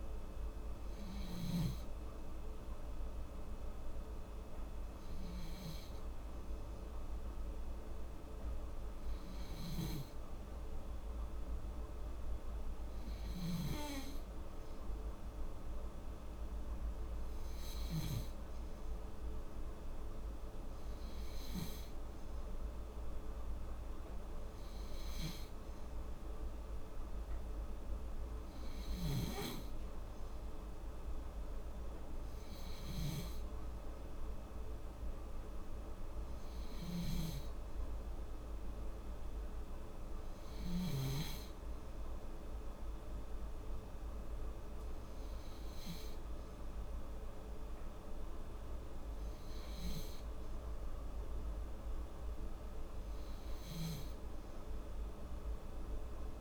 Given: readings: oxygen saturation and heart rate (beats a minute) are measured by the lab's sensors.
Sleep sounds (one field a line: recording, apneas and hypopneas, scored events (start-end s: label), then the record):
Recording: breathing in sleep, hard to hear, by a room microphone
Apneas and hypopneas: none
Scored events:
none scored
From the record:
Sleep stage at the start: N3 (deep sleep)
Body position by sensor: on the back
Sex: female